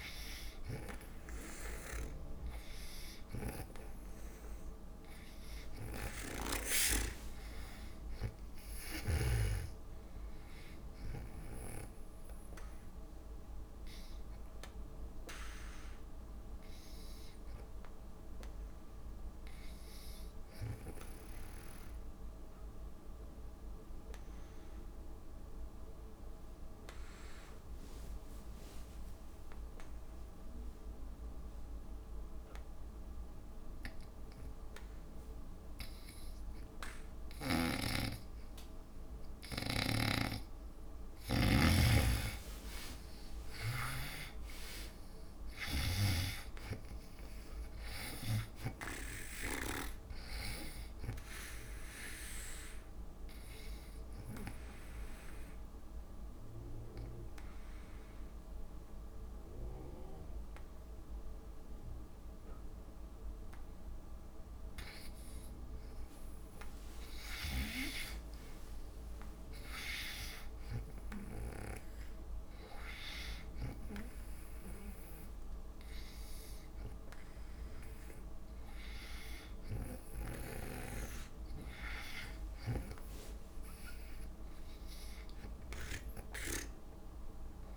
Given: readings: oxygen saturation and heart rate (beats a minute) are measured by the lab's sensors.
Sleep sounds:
breathing in sleep by a room microphone; 2
0.00-12.00 s: oxygen desaturation (device-marked, oxygen 81% lowest)
9.50-12.50 s: arousal
14.00-39.00 s: obstructive apnea (oxygen 97% before, 77% lowest)
33.00-59.00 s: oxygen desaturation (device-marked, oxygen 97% before, 77% lowest)
40.00-44.50 s: snoring (device-marked)
42.50-46.50 s: arousal
54.00-65.50 s: obstructive apnea (oxygen 97% before, 77% lowest)
68.00-72.00 s: arousal
75.00-85.00 s: oxygen desaturation (device-marked, oxygen 97% before, 93% lowest)
From the record:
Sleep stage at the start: N2 (light sleep); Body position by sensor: on the back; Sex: female

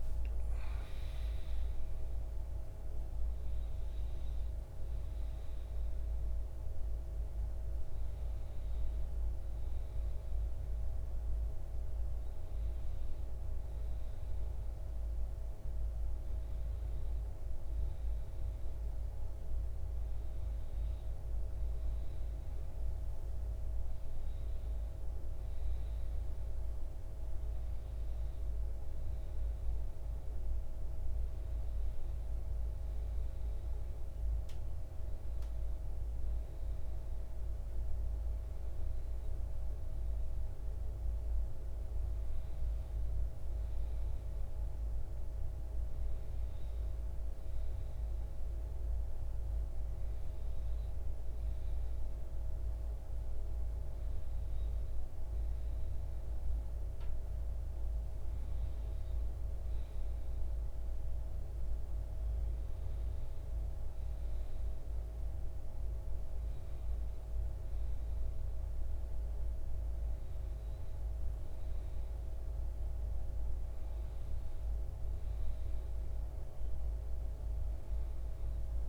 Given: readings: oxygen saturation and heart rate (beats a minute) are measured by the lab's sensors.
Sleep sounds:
breathing in sleep, hard to hear, by a room microphone; none
none scored
From the record:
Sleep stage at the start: N1 (lightest sleep); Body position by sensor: on the back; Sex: male

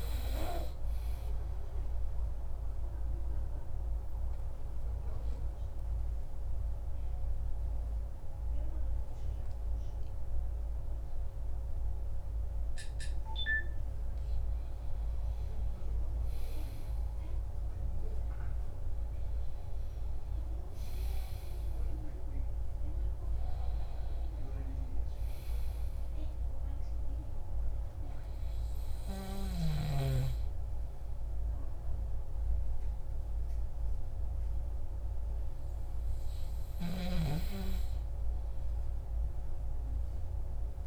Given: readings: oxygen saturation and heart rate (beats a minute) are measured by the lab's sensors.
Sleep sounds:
breathing in sleep by a room microphone; 1
0.00-17.50 s: oxygen desaturation (device-marked, oxygen 93% lowest, heart rate 60 extreme)
2.00-13.00 s: obstructive apnea (oxygen 98% before, 93% lowest, heart rate 64 before, 62 extreme, up 14 after)
15.50-20.00 s: arousal
From the record:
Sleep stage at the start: N2 (light sleep); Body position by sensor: on the back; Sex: male

